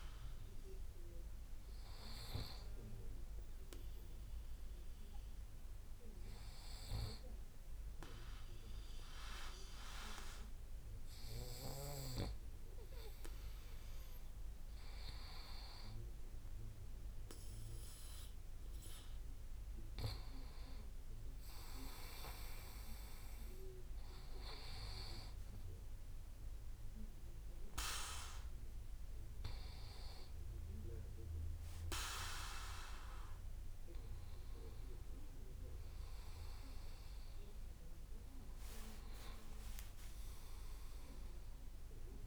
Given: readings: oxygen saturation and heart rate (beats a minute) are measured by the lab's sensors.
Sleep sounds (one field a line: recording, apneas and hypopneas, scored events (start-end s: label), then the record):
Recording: breathing in sleep by a room microphone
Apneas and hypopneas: 1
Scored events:
3.00-15.00 s: hypopnea (oxygen 97% before, 94% lowest)
17.50-21.00 s: arousal
From the record:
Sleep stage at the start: N2 (light sleep)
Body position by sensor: on the back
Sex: male